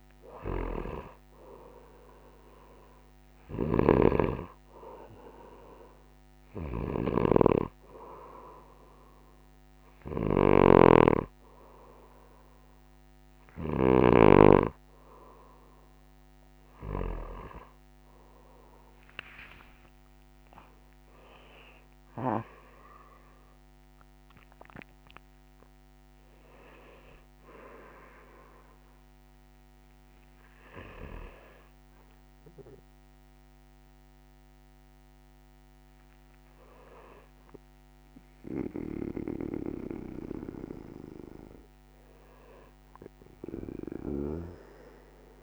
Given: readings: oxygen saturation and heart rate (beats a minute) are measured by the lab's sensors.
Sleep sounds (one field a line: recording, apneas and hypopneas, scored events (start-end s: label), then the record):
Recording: breathing in sleep by a microphone on the trachea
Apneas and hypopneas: none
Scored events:
0.00-14.00 s: snoring (device-marked)
18.50-23.00 s: arousal
From the record:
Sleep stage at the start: N2 (light sleep)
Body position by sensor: on the right side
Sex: male